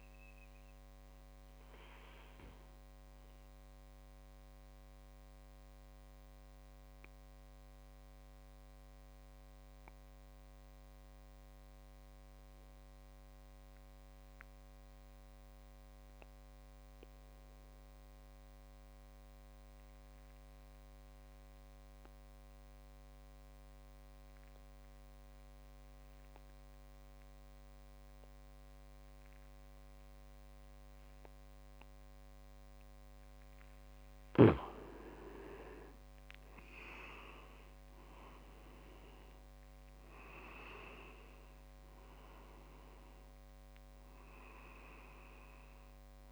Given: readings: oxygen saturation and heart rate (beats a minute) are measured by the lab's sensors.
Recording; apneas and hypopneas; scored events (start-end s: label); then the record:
breathing in sleep by a microphone on the trachea; 1
3.50-33.50 s: mixed apnea (oxygen 97% before, 88% lowest)
28.00-46.32 s: oxygen desaturation (device-marked, oxygen 98% before, 88% lowest)
36.00-41.50 s: arousal
37.50-42.50 s: leg movement (device-marked)
From the record:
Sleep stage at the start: N2 (light sleep); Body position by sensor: on the back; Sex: male